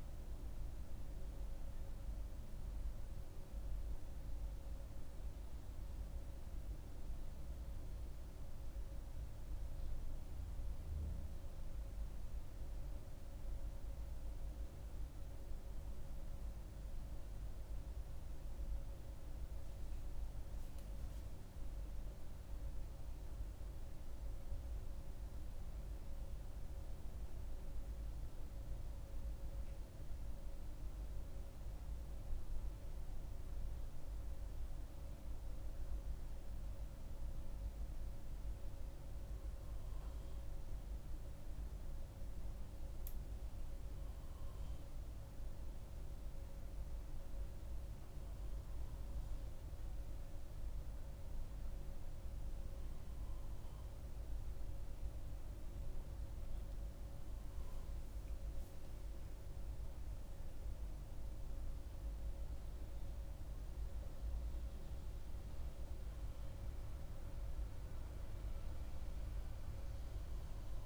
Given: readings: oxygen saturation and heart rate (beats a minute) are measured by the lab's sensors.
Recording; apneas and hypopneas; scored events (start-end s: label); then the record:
a person awake in a sleep study, hard to hear, by a room microphone; none
none scored
From the record:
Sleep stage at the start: awake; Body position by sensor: on the right side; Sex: female